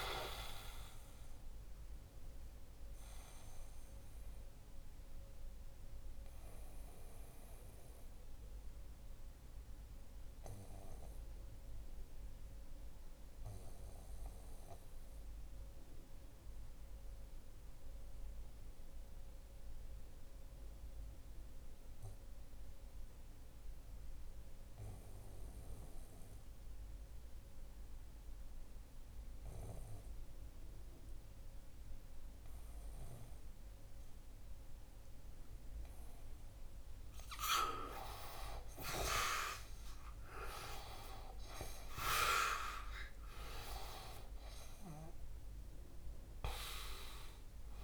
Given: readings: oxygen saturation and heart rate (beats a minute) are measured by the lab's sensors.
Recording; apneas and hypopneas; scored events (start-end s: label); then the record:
breathing in sleep by a room microphone; 1
0.00-21.50 s: oxygen desaturation (device-marked, oxygen 89% lowest, heart rate 59 extreme)
1.00-34.50 s: obstructive apnea (oxygen 98% before, 87% lowest, heart rate 65 before, 59 extreme, up 8 after)
36.00-40.00 s: arousal
39.50-47.84 s: oxygen desaturation (device-marked, oxygen 97% before, 87% lowest, heart rate 63 before, 61 extreme)
From the record:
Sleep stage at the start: N2 (light sleep); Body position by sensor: on the back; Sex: male